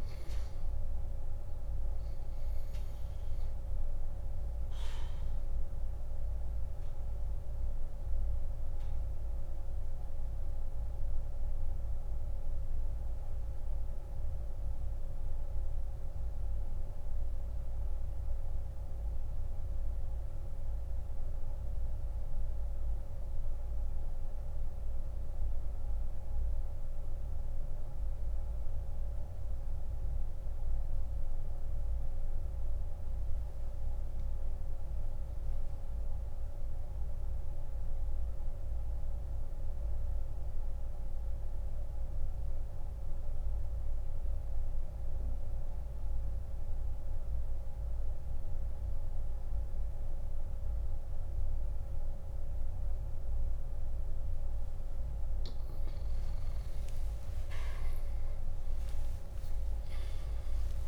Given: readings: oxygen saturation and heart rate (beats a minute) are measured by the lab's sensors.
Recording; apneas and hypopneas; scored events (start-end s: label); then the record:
breathing in sleep, hard to hear, by a room microphone; 1
0.00-43.00 s: oxygen desaturation (device-marked, oxygen 84% lowest, heart rate 37 extreme)
7.50-54.00 s: mixed apnea (oxygen 97% before, 84% lowest, heart rate 69 before, 47 extreme, up 55 after)
57.00-60.88 s: oxygen desaturation (device-marked, oxygen 97% before, 84% lowest)
From the record:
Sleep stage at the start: N2 (light sleep); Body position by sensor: on the back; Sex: male